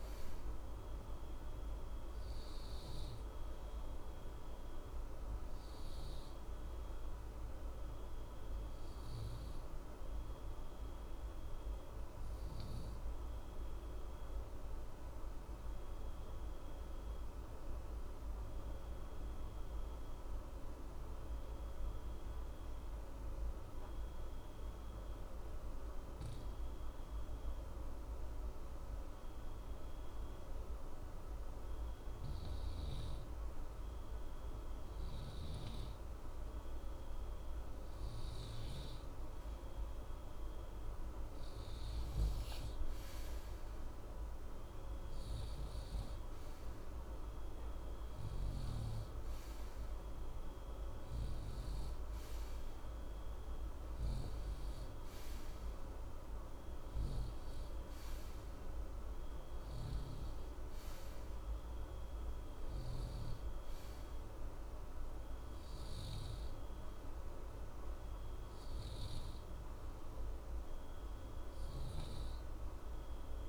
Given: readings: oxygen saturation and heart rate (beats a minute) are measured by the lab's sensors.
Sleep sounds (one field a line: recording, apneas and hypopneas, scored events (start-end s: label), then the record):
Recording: breathing in sleep, hard to hear, by a room microphone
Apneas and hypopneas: 1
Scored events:
0.00-15.50 s: oxygen desaturation (device-marked, oxygen 89% lowest, heart rate 60 extreme)
9.00-31.50 s: obstructive apnea (oxygen 92% before, 89% lowest, heart rate 60 before, 60 extreme, up 0 after)
34.00-37.00 s: arousal
47.50-54.50 s: oxygen desaturation (device-marked, oxygen 94% before, 91% lowest, heart rate 60 before, 60 extreme)
60.50-73.48 s: oxygen desaturation (device-marked, oxygen 92% before, 89% lowest, heart rate 60 before, 60 extreme)
67.50-70.50 s: arousal
From the record:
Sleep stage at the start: N2 (light sleep)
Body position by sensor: on the right side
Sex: male